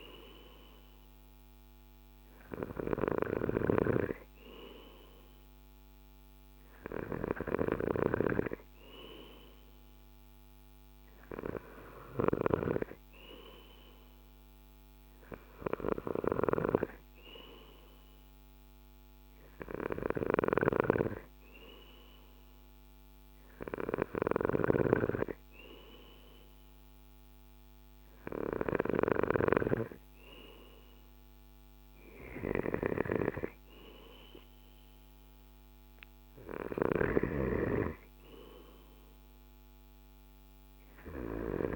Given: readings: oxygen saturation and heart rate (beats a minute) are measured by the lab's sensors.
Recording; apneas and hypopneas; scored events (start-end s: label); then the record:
breathing in sleep by a microphone on the trachea; none
none scored
From the record:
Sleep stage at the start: N2 (light sleep); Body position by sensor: on the left side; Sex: male